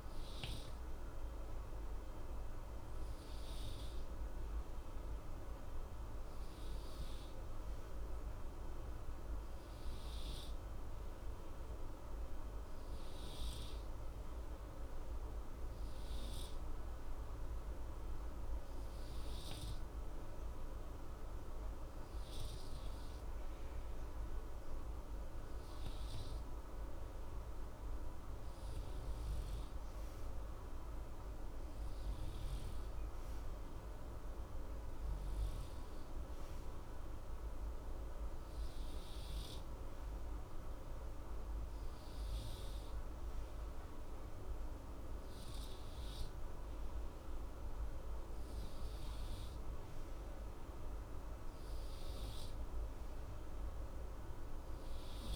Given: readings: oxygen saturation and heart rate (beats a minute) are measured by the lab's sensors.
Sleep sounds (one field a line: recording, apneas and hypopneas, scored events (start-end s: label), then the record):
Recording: breathing in sleep, hard to hear, by a room microphone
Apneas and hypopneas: 1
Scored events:
15.00-26.00 s: hypopnea (oxygen 94% before, 92% lowest, heart rate 60 before, 60 extreme, up 0 after)
28.50-32.50 s: arousal
From the record:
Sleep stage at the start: N2 (light sleep)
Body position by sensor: on the right side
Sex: male